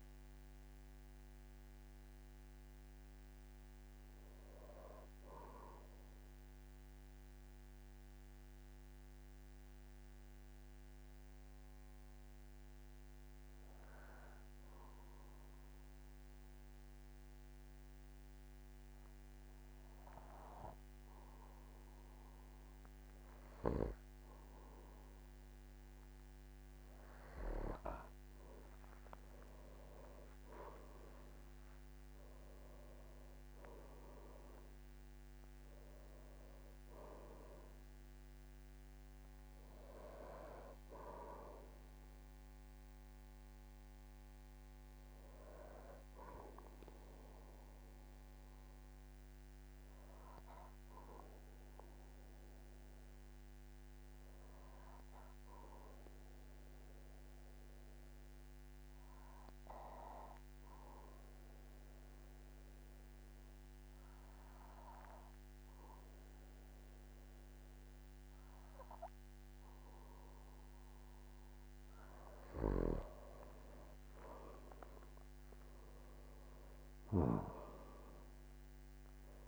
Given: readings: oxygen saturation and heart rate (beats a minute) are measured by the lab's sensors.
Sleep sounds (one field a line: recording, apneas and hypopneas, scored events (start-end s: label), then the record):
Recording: breathing in sleep by a microphone on the trachea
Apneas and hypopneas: 2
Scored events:
0.00-16.00 s: oxygen desaturation (device-marked, oxygen 92% lowest, heart rate 46 extreme)
6.00-27.00 s: mixed apnea (oxygen 99% before, 92% lowest, heart rate 56 before, 46 extreme, up 14 after)
30.00-58.00 s: oxygen desaturation (device-marked, oxygen 99% before, 93% lowest, heart rate 49 before, 47 extreme)
31.00-36.00 s: arousal
47.00-70.50 s: obstructive apnea (oxygen 99% before, 92% lowest, heart rate 54 before, 45 extreme, up 14 after)
72.00-79.48 s: oxygen desaturation (device-marked, oxygen 99% before, 92% lowest, heart rate 48 before, 44 extreme)
74.00-77.00 s: arousal
From the record:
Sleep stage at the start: N2 (light sleep)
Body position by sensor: on the back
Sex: male